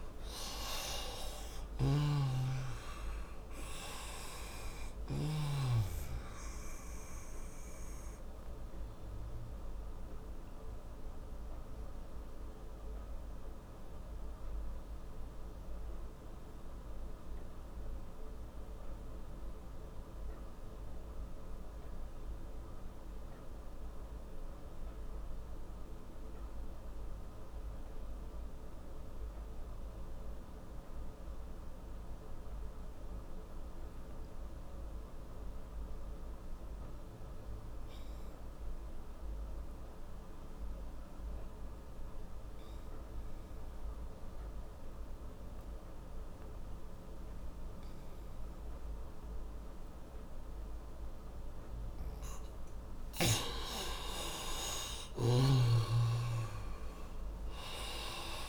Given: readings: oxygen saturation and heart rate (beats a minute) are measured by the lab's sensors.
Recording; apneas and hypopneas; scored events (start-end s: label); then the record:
breathing in sleep by a room microphone; 1
0.00-1.00 s: arousal
0.00-5.00 s: snoring (device-marked)
5.50-29.50 s: oxygen desaturation (device-marked, oxygen 96% before, 89% lowest, heart rate 92 before, 55 extreme)
7.50-52.00 s: mixed apnea (oxygen 98% before, 86% lowest, heart rate 92 before, 55 extreme, up 22 after)
50.50-58.49 s: oxygen desaturation (device-marked, oxygen 96% before, 86% lowest, heart rate 76 before, 58 extreme)
53.50-57.50 s: arousal
From the record:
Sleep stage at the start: N2 (light sleep); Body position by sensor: on the right side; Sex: male